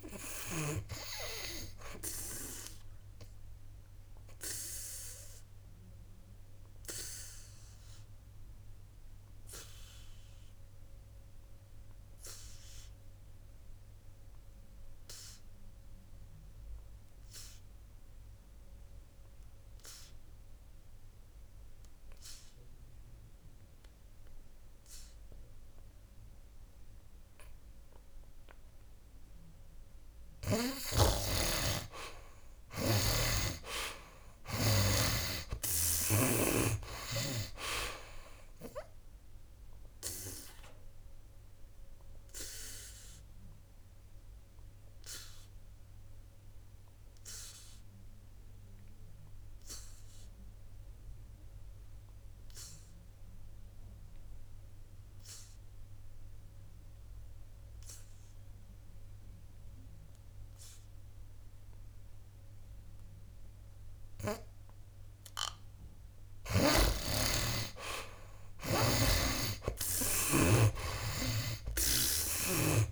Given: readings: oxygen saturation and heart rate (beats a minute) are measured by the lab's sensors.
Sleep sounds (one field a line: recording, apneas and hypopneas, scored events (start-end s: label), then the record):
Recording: breathing in sleep by a room microphone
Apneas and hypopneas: 2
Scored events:
0.00-1.00 s: snoring (device-marked)
0.00-8.00 s: oxygen desaturation (device-marked, oxygen 85% lowest, heart rate 57 extreme)
3.50-30.50 s: obstructive apnea (oxygen 95% before, 72% lowest, heart rate 66 before, 57 extreme, up 16 after)
14.00-27.00 s: oxygen desaturation (device-marked, oxygen 86% before, 72% lowest, heart rate 73 before, 57 extreme)
31.00-35.50 s: snoring (device-marked)
33.00-63.00 s: oxygen desaturation (device-marked, oxygen 96% before, 76% lowest, heart rate 60 before, 59 extreme)
34.50-38.00 s: arousal
40.00-65.50 s: obstructive apnea (oxygen 96% before, 73% lowest, heart rate 63 before, 59 extreme, up 14 after)
65.00-72.92 s: oxygen desaturation (device-marked, oxygen 96% before, 73% lowest, heart rate 64 before, 57 extreme)
69.00-72.92 s: snoring (device-marked)
69.50-72.92 s: arousal
From the record:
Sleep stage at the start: N2 (light sleep)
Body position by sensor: on the back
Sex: male